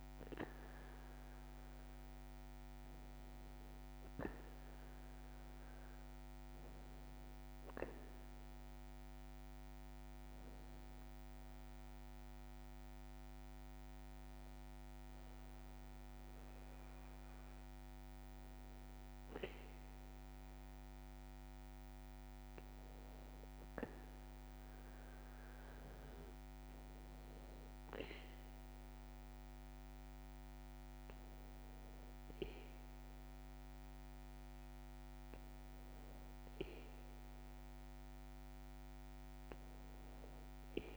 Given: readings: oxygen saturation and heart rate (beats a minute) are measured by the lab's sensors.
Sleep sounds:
breathing in sleep, hard to hear, by a microphone on the trachea; none
none scored
From the record:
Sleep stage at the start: N2 (light sleep); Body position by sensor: on the back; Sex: male

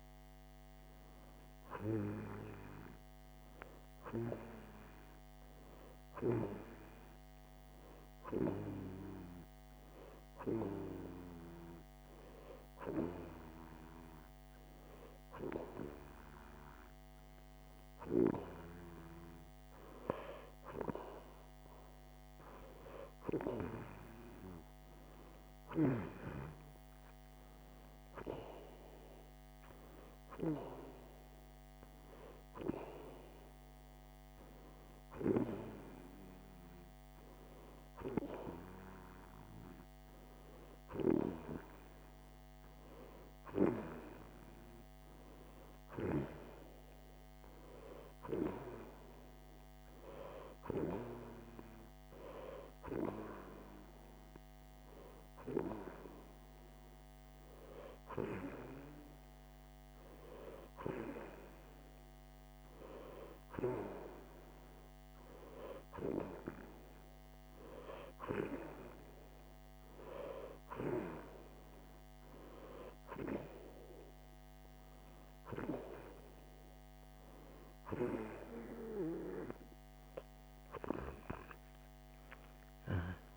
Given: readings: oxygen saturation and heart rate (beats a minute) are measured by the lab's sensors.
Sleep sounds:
breathing in sleep by a microphone on the trachea; 2
9.50-21.00 s: hypopnea (oxygen 93% before, 89% lowest, heart rate 127 before, 62 extreme)
22.00-26.50 s: arousal
59.50-70.50 s: hypopnea (oxygen 91% before, 89% lowest, heart rate 137 before, 57 extreme)
72.00-75.00 s: arousal
From the record:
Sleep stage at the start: N2 (light sleep); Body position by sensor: on the right side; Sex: female

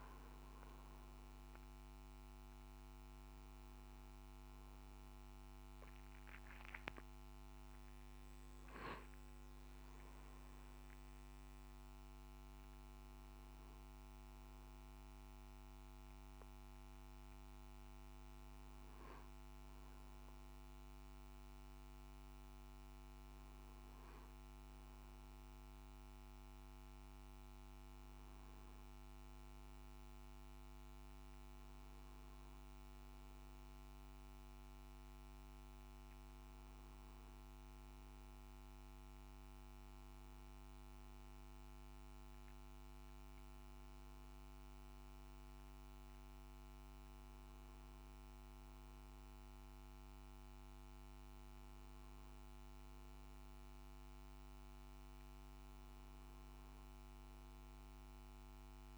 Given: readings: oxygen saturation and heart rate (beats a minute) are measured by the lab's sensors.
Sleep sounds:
a person partly awake in a sleep study, hard to hear, by a microphone on the trachea; none
20.00-50.00 s: new sleep stage, N1 (lightest sleep)
50.00-58.98 s: new sleep stage, N2 (light sleep)
From the record:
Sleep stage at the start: awake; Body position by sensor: on the back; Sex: male

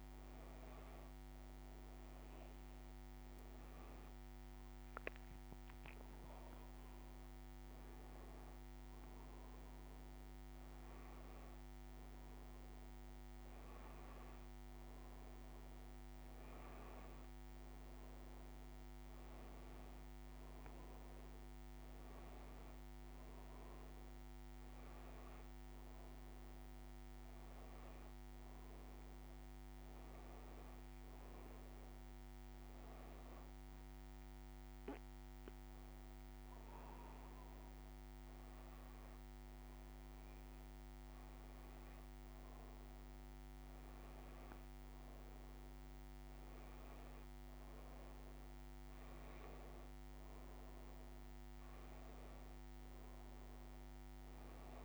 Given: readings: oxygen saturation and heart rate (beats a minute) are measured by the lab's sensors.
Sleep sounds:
breathing in sleep, hard to hear, by a microphone on the trachea; none
none scored
From the record:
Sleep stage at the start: N2 (light sleep); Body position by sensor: on the back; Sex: female

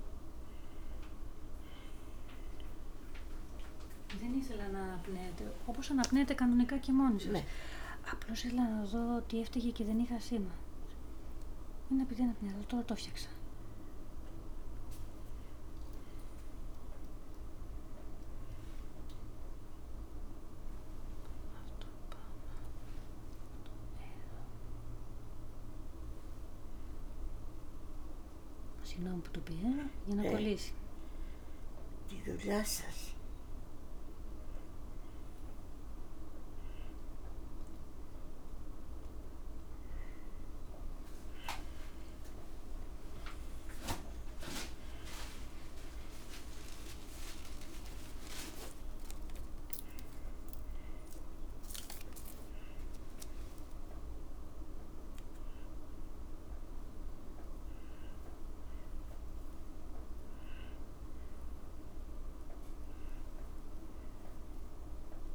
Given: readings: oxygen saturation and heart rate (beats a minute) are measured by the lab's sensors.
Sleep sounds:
a person awake in a sleep study, by a room microphone; none
none scored
From the record:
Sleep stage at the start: awake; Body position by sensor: on the back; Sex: female

